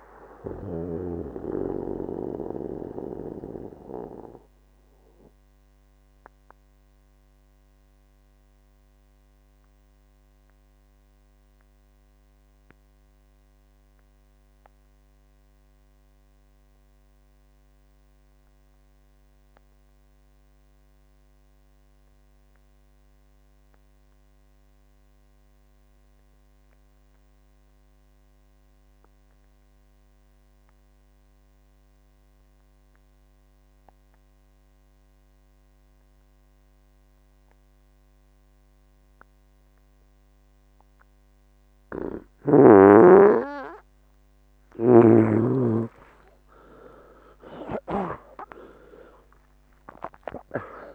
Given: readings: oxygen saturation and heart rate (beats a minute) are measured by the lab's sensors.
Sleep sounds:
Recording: breathing in sleep by a microphone on the trachea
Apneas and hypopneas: 1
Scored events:
0.00-16.50 s: oxygen desaturation (device-marked, oxygen 87% lowest, heart rate 58 extreme)
0.50-42.00 s: mixed apnea (oxygen 98% before, 87% lowest, heart rate 72 before, 58 extreme, up 24 after)
2.50-4.50 s: long interval between heartbeats (device-marked, heart rate 74 before, 79 extreme)
17.00-19.00 s: long interval between heartbeats (device-marked, heart rate 70 before, 65 extreme)
36.50-50.95 s: oxygen desaturation (device-marked, oxygen 97% before, 87% lowest, heart rate 66 before, 57 extreme)
41.00-43.00 s: long interval between heartbeats (device-marked, heart rate 65 before, 64 extreme)
45.00-48.50 s: arousal
From the record:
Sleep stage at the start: N2 (light sleep)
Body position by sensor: on the right side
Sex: male

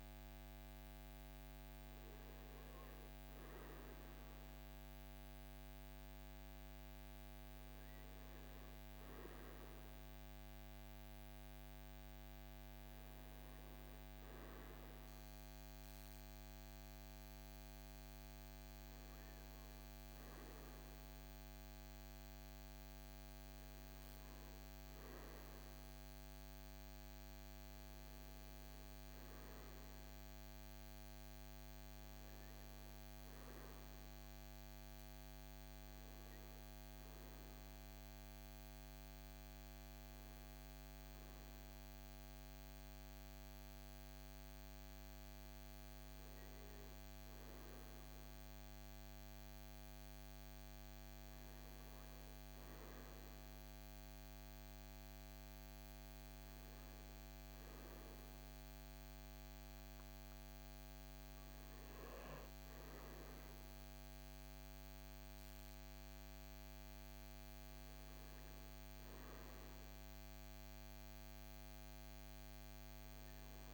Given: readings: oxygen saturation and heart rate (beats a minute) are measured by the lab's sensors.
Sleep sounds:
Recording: breathing in sleep, hard to hear, by a microphone on the trachea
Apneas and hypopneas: none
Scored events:
none scored
From the record:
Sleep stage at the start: N2 (light sleep)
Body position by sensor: on the right side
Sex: male

